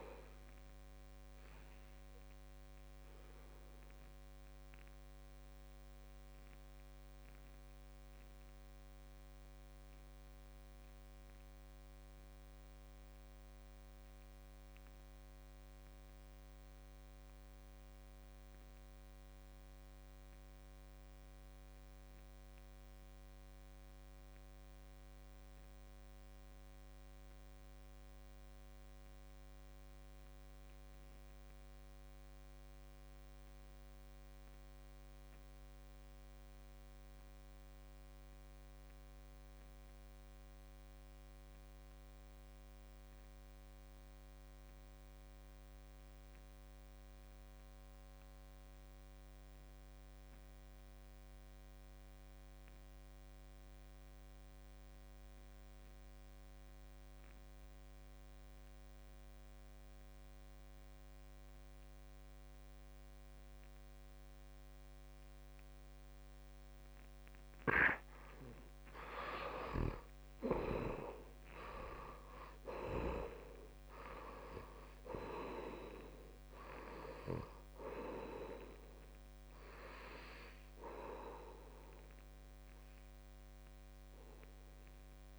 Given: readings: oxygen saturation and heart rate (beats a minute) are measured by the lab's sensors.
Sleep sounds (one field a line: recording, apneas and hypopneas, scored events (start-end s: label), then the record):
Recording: breathing in sleep by a microphone on the trachea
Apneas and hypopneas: 1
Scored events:
0.00-15.00 s: oxygen desaturation (device-marked, oxygen 76% lowest, heart rate 65 extreme)
6.00-66.00 s: obstructive apnea (oxygen 98% before, 65% lowest, heart rate 77 before, 65 extreme, up 17 after)
26.00-85.39 s: oxygen desaturation (device-marked, oxygen 97% before, 65% lowest, heart rate 67 before, 66 extreme)
39.50-41.50 s: long interval between heartbeats (device-marked, heart rate 68 before, 72 extreme)
69.50-74.50 s: arousal
From the record:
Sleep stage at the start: REM sleep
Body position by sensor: on the back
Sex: male